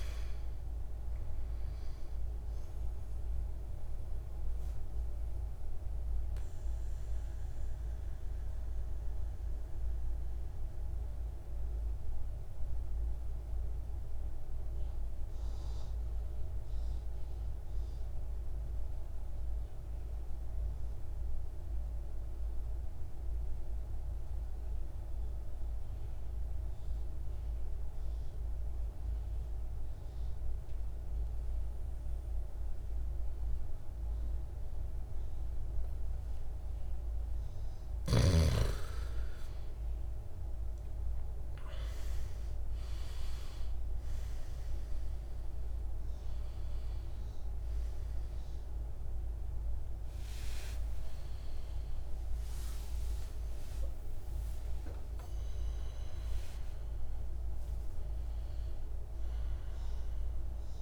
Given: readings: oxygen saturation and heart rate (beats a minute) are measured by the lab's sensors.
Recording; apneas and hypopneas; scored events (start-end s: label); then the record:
breathing in sleep, hard to hear, by a room microphone; 1
0.00-22.50 s: oxygen desaturation (device-marked, oxygen 84% lowest, heart rate 52 extreme)
3.50-36.50 s: mixed apnea (oxygen 99% before, 81% lowest, heart rate 61 before, 52 extreme, up 16 after)
33.50-60.82 s: oxygen desaturation (device-marked, oxygen 99% before, 81% lowest, heart rate 53 before, 55 extreme)
39.50-43.50 s: arousal
From the record:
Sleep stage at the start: N2 (light sleep); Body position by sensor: on the back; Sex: male